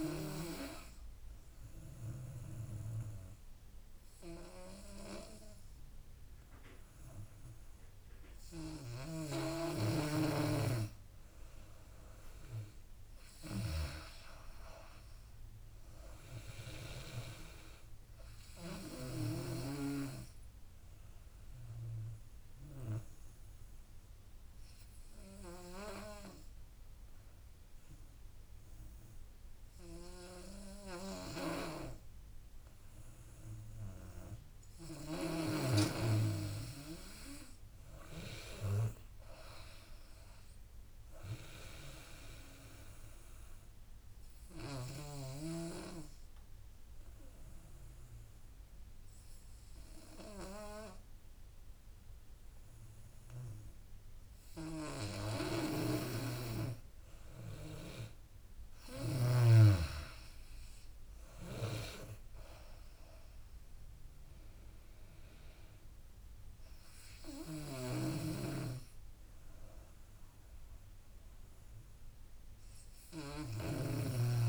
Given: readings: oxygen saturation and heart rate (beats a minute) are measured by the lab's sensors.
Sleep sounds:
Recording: breathing in sleep by a room microphone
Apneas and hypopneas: 3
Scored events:
0.50-11.50 s: obstructive apnea (oxygen 98% before, 91% lowest, heart rate 79 before, 74 extreme, up 6 after)
13.50-16.00 s: arousal
14.50-33.50 s: oxygen desaturation (device-marked, oxygen 95% before, 92% lowest, heart rate 81 before, 69 extreme)
20.00-32.50 s: obstructive apnea (oxygen 97% before, 91% lowest, heart rate 83 before, 69 extreme, up 11 after)
35.50-39.00 s: arousal
37.50-47.50 s: drop in pulse transit time (device-marked, heart rate 78 before, 77 extreme)
42.50-55.00 s: obstructive apnea (oxygen 97% before, 91% lowest, heart rate 78 before, 69 extreme, up 14 after)
43.50-56.50 s: oxygen desaturation (device-marked, oxygen 97% before, 92% lowest, heart rate 78 before, 69 extreme)
55.50-59.50 s: snoring (device-marked)
58.00-61.50 s: arousal
60.50-71.50 s: drop in pulse transit time (device-marked, heart rate 76 before, 76 extreme)
63.50-74.49 s: oxygen desaturation (device-marked, oxygen 97% before, 91% lowest, heart rate 76 before, 71 extreme)
68.00-74.00 s: snoring (device-marked)
From the record:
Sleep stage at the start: N2 (light sleep)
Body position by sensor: on the back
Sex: female

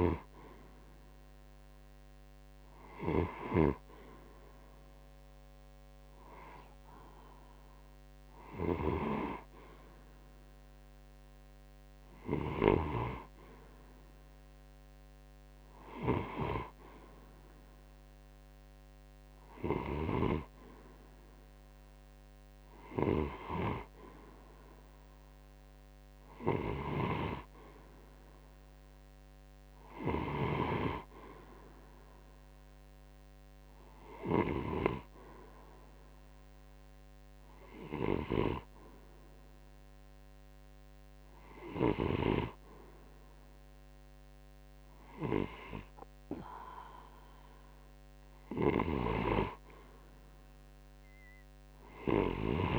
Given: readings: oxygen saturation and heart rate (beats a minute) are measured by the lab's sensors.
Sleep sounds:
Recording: breathing in sleep by a microphone on the trachea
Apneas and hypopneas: none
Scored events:
0.00-12.50 s: snoring (device-marked)
26.00-30.00 s: snoring (device-marked)
From the record:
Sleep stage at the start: N2 (light sleep)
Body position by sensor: on the right side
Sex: male

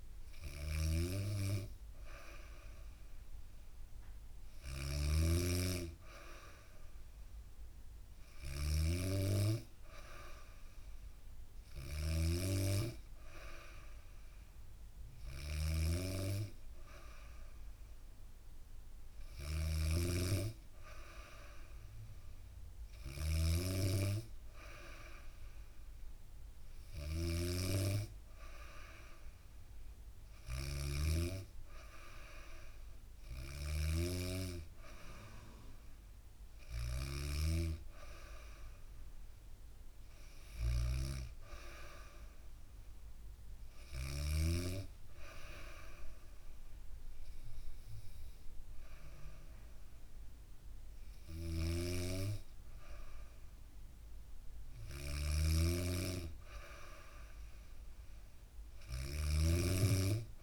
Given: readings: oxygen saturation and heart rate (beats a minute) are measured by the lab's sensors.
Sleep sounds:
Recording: breathing in sleep by a room microphone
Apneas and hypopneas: none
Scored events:
0.00-43.50 s: snoring (device-marked)
50.50-60.43 s: snoring (device-marked)
From the record:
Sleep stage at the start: N2 (light sleep)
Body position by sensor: on the back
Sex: female

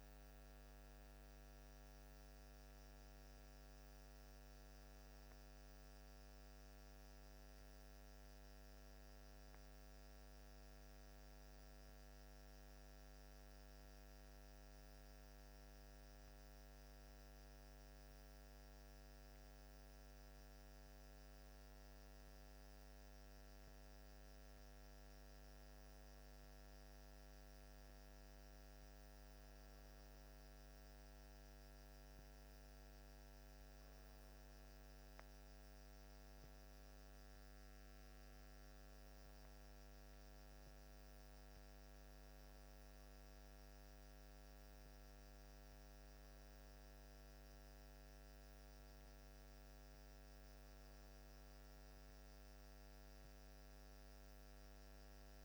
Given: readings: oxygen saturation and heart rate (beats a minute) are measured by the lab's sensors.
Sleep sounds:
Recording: breathing in sleep, hard to hear, by a microphone on the trachea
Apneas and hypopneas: none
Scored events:
none scored
From the record:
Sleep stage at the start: N1 (lightest sleep)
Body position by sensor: on the back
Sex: male

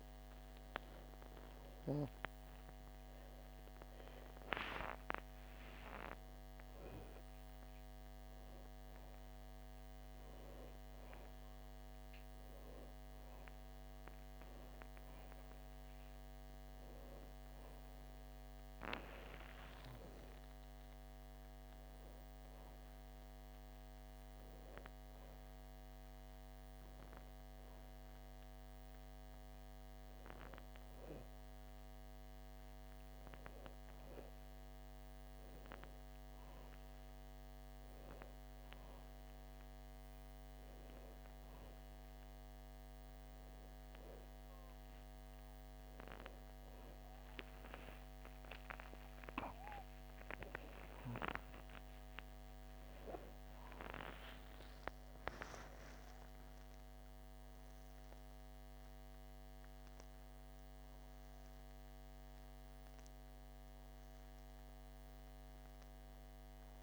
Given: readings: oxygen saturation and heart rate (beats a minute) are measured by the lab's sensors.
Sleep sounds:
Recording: a person awake in a sleep study, by a microphone on the trachea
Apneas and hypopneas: none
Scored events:
none scored
From the record:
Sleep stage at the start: awake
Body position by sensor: on the back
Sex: female

